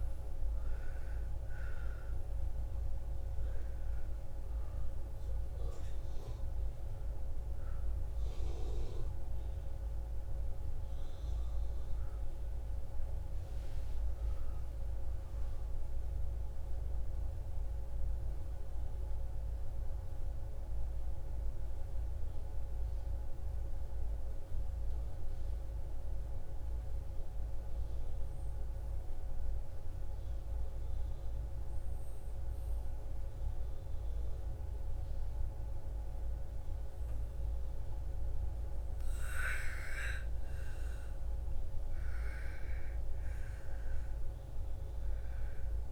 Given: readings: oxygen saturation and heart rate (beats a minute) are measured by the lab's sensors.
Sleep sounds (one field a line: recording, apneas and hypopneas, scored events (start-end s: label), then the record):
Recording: breathing in sleep, hard to hear, by a room microphone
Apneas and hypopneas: 1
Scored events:
0.00-20.50 s: oxygen desaturation (device-marked, oxygen 77% lowest, heart rate 56 extreme)
0.50-45.92 s: new sleep stage, REM sleep
24.00-38.50 s: obstructive apnea (oxygen 99% before, 84% lowest, heart rate 65 before, 56 extreme, up 11 after)
40.00-44.50 s: arousal
42.50-45.92 s: oxygen desaturation (device-marked, oxygen 99% before, 90% lowest, heart rate 60 before, 57 extreme)
From the record:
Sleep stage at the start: N2 (light sleep)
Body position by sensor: on the back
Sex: female